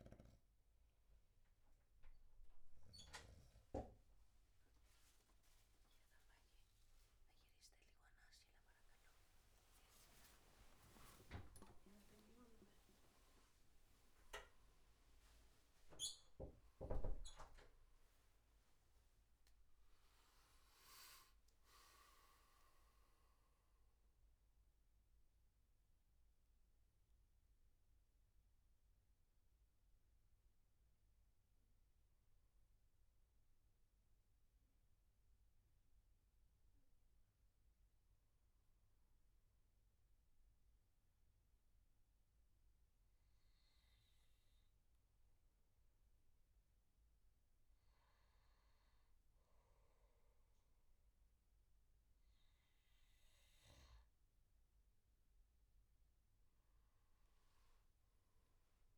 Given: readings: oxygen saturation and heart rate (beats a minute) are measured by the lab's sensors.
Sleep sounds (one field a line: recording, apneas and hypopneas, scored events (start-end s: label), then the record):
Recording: a person awake in a sleep study, by a room microphone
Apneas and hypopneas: 1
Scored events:
0.00-3.00 s: snoring (device-marked)
0.50-30.50 s: new sleep stage, awake
6.50-12.50 s: tachycardia (device-marked, heart rate 81 before, 107 extreme)
10.00-12.00 s: long interval between heartbeats (device-marked, heart rate 84 before, 103 extreme)
17.50-19.50 s: tachycardia (device-marked, heart rate 81 before, 100 extreme)
30.50-58.98 s: new sleep stage, N2 (light sleep)
34.00-47.50 s: hypopnea (oxygen 97% before, 91% lowest, heart rate 96 before, 76 extreme, up 8 after)
51.50-55.50 s: arousal
56.50-58.98 s: oxygen desaturation (device-marked, oxygen 99% before, 95% lowest, heart rate 80 before, 76 extreme)
From the record:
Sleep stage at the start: N2 (light sleep)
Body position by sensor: on the back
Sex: male